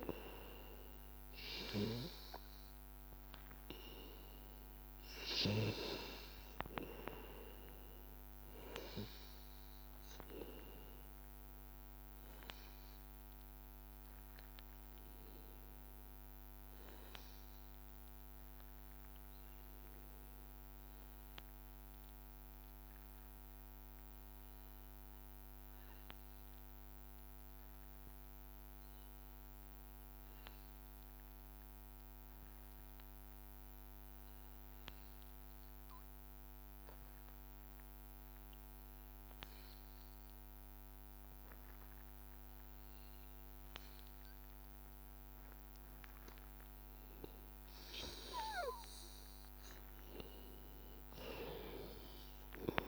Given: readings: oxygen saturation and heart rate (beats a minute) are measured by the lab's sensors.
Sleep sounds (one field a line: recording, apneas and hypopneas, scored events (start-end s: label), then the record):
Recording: breathing in sleep by a microphone on the trachea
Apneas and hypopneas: 1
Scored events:
0.00-20.00 s: oxygen desaturation (device-marked, oxygen 93% lowest, heart rate 80 extreme)
11.00-48.00 s: hypopnea (oxygen 98% before, 92% lowest, heart rate 81 before, 79 extreme, up 4 after)
38.00-40.00 s: long interval between heartbeats (device-marked, heart rate 82 before, 82 extreme)
39.00-52.88 s: oxygen desaturation (device-marked, oxygen 98% before, 92% lowest, heart rate 82 before, 81 extreme)
50.00-52.88 s: arousal
From the record:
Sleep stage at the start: N2 (light sleep)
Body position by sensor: on the back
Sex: male